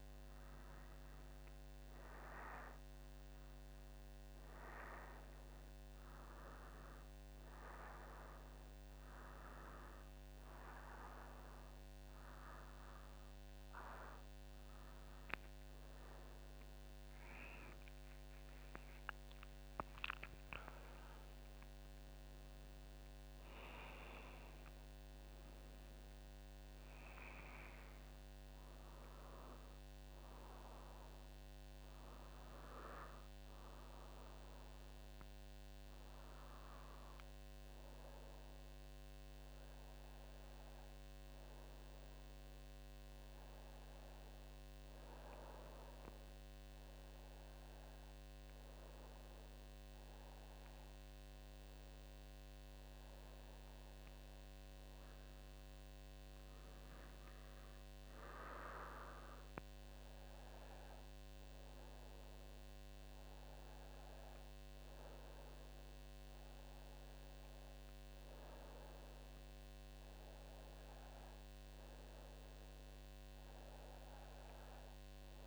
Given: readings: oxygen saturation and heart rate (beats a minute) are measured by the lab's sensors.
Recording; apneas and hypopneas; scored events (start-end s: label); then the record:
breathing in sleep by a microphone on the trachea; none
none scored
From the record:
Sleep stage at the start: N2 (light sleep); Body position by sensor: on the back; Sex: female